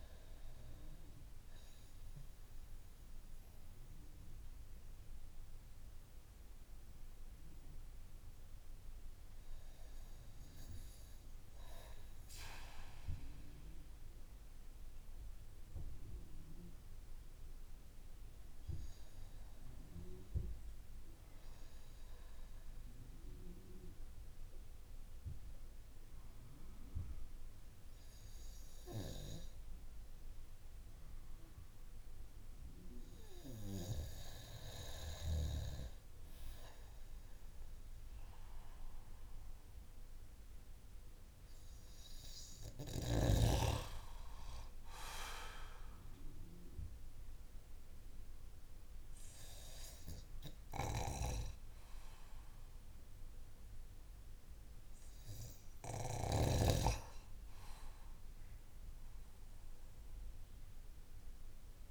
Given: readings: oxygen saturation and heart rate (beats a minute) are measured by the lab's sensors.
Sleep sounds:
breathing in sleep by a room microphone; none
5.00-61.91 s: new sleep stage, N2 (light sleep)
From the record:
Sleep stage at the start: N1 (lightest sleep); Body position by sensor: on the back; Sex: male

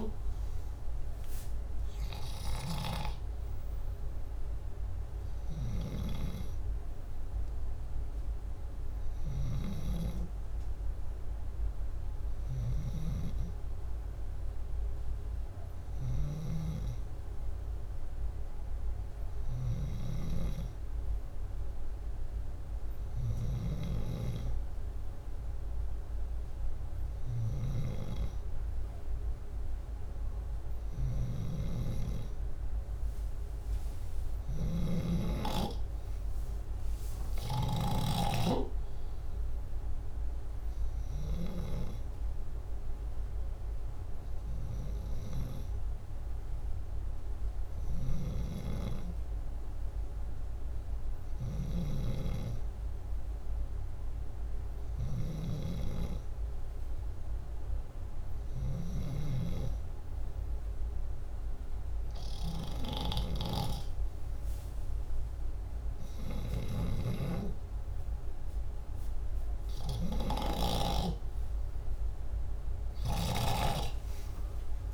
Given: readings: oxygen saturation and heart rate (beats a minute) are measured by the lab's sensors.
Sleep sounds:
breathing in sleep by a room microphone; none
12.50-37.50 s: snoring (device-marked)
47.50-58.50 s: snoring (device-marked)
66.50-70.50 s: snoring (device-marked)
From the record:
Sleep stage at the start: N2 (light sleep); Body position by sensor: upright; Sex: male

